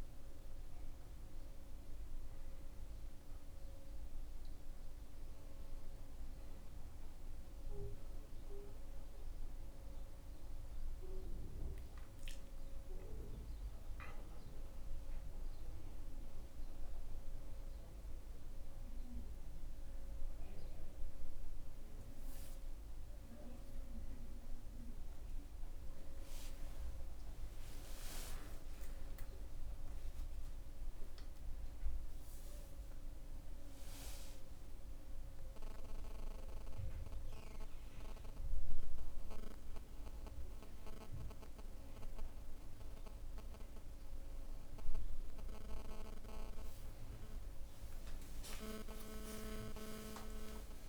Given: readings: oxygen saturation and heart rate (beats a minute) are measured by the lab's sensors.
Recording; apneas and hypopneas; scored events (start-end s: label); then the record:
a person awake in a sleep study, by a room microphone; none
19.00-50.89 s: new sleep stage, awake
From the record:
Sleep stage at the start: N2 (light sleep); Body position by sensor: on the back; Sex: male